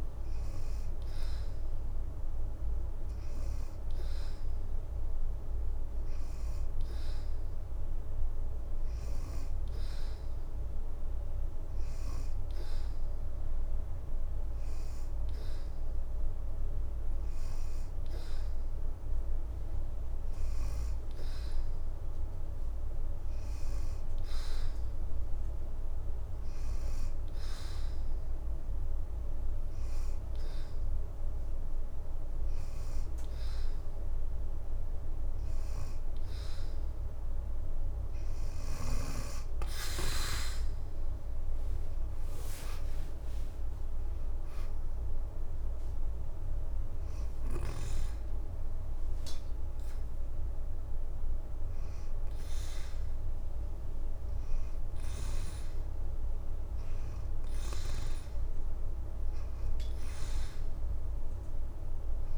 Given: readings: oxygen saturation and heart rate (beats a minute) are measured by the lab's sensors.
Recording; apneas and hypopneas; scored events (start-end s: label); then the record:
breathing in sleep, hard to hear, by a room microphone; none
6.00-21.00 s: oxygen desaturation (device-marked, oxygen 87% before, 83% lowest, heart rate 85 before, 83 extreme)
12.50-16.00 s: leg movement (device-marked)
16.50-18.50 s: leg movement (device-marked)
20.00-25.50 s: leg movement (device-marked)
26.00-30.00 s: leg movement (device-marked)
32.50-42.50 s: leg movement (device-marked)
44.00-62.00 s: oxygen desaturation (device-marked, oxygen 88% before, 85% lowest, heart rate 85 before, 81 extreme)
54.00-62.38 s: new sleep stage, N2 (light sleep)
From the record:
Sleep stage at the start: N3 (deep sleep); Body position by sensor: on the back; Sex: female